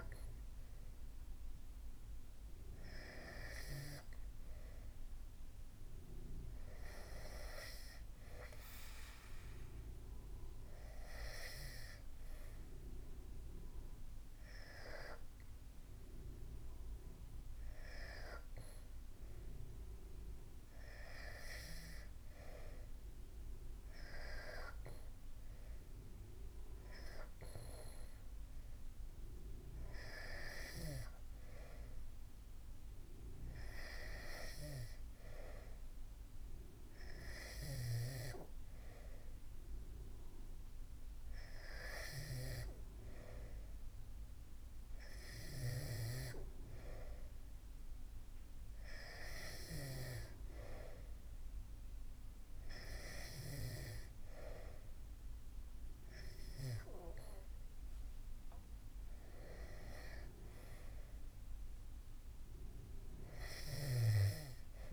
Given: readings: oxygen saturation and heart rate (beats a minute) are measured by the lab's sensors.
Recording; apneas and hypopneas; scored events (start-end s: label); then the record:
breathing in sleep by a room microphone; none
0.00-8.00 s: oxygen desaturation (device-marked, oxygen 93% lowest, heart rate 71 extreme)
From the record:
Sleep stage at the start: N2 (light sleep); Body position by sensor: on the back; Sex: male